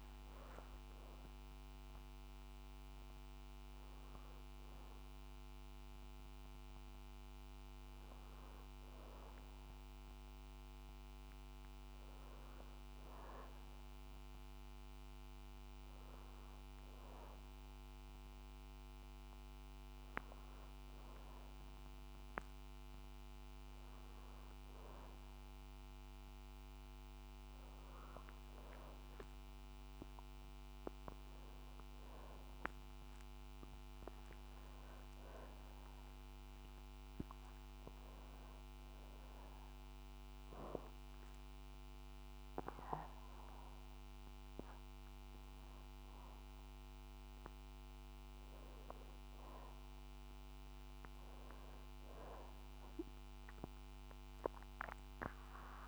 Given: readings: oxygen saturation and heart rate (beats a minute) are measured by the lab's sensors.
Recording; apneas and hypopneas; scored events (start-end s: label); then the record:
breathing in sleep by a microphone on the trachea; none
53.00-55.87 s: arousal
From the record:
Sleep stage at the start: N2 (light sleep); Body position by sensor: on the back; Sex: female